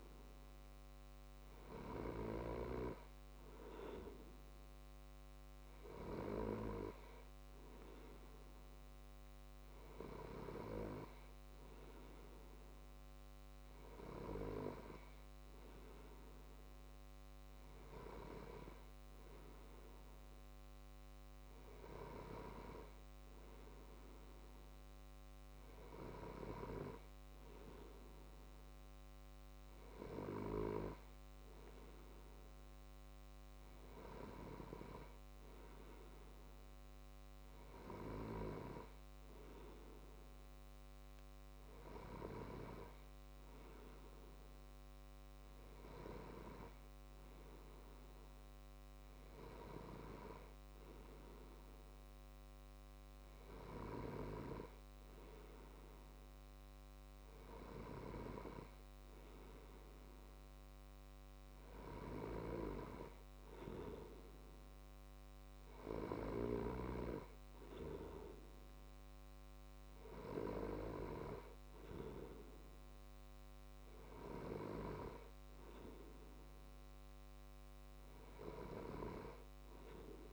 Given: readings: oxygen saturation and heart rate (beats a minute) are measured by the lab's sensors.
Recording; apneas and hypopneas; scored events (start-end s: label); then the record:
breathing in sleep by a microphone on the trachea; none
none scored
From the record:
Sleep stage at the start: N2 (light sleep); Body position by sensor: on the left side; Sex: male